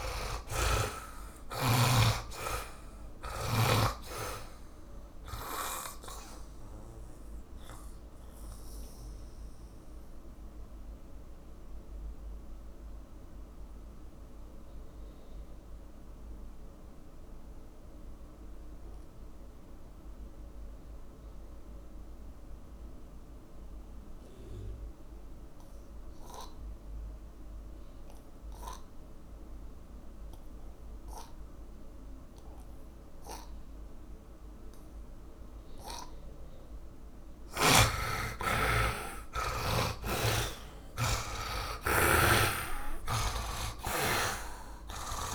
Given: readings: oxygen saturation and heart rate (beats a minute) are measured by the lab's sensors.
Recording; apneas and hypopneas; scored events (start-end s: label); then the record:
breathing in sleep by a room microphone; 1
0.00-4.00 s: snoring (device-marked)
0.00-23.00 s: oxygen desaturation (device-marked, oxygen 73% lowest)
7.00-37.50 s: mixed apnea (oxygen 99% before, 73% lowest)
37.00-45.34 s: oxygen desaturation (device-marked, oxygen 100% before, 74% lowest)
41.00-45.34 s: arousal
42.50-45.34 s: snoring (device-marked)
From the record:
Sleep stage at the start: N2 (light sleep); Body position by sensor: on the back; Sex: male